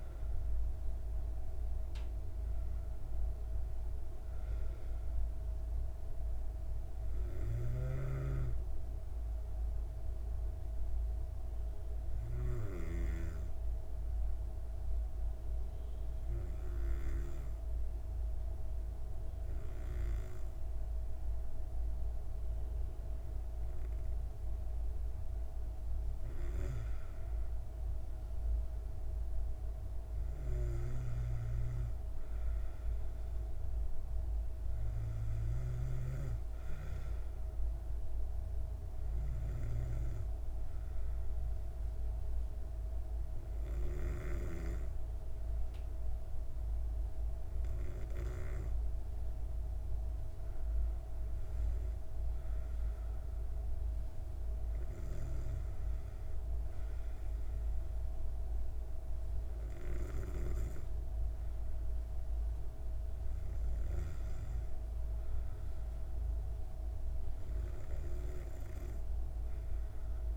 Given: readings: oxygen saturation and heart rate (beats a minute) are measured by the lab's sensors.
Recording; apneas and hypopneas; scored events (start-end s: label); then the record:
breathing in sleep by a room microphone; 1
9.50-25.50 s: hypopnea (oxygen 98% before, 95% lowest, heart rate 64 before, 60 extreme, up 10 after)
25.50-29.00 s: arousal
From the record:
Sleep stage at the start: N2 (light sleep); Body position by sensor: on the back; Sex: female